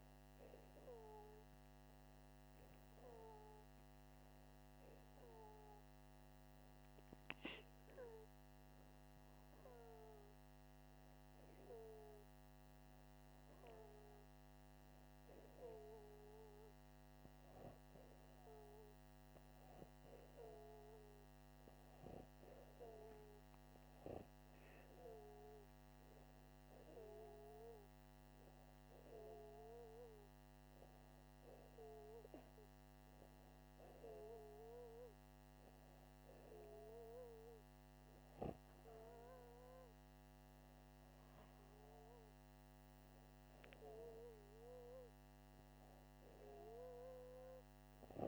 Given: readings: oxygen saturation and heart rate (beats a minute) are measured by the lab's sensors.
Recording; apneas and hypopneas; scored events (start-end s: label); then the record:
breathing in sleep by a microphone on the trachea; none
none scored
From the record:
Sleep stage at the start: N2 (light sleep); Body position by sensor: upright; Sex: male